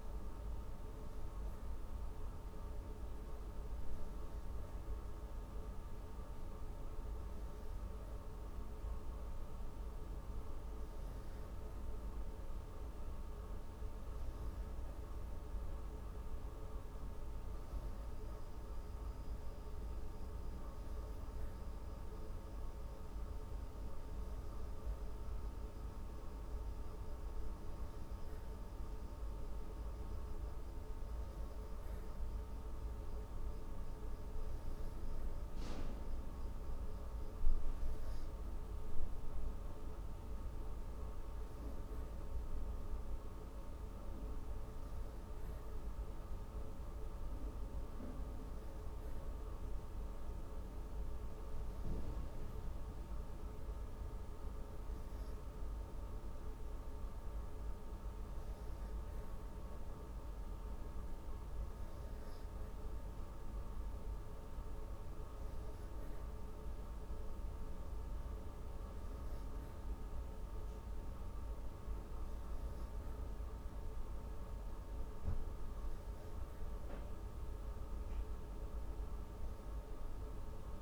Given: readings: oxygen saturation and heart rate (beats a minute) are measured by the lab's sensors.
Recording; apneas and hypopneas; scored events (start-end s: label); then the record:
breathing in sleep, hard to hear, by a room microphone; none
none scored
From the record:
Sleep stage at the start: N3 (deep sleep); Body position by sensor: on the back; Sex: female